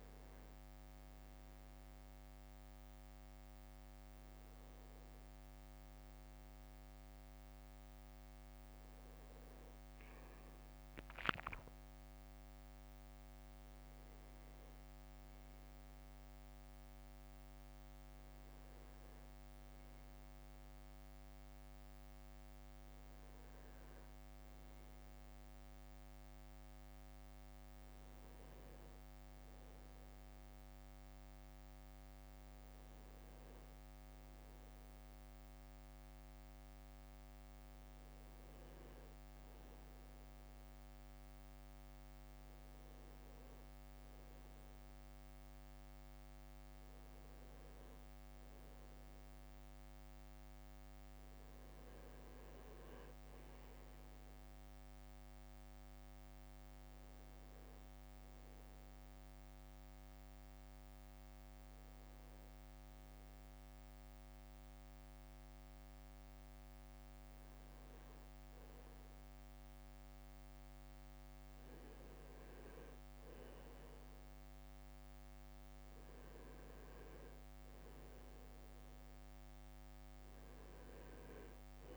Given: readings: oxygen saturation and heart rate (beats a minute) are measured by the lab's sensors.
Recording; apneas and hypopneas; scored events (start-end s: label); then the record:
a person awake in a sleep study, hard to hear, by a microphone on the trachea; none
11.50-12.50 s: leg movement (device-marked)
54.00-56.00 s: leg movement (device-marked)
57.50-81.97 s: new sleep stage, N2 (light sleep)
From the record:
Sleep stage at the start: awake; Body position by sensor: on the right side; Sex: male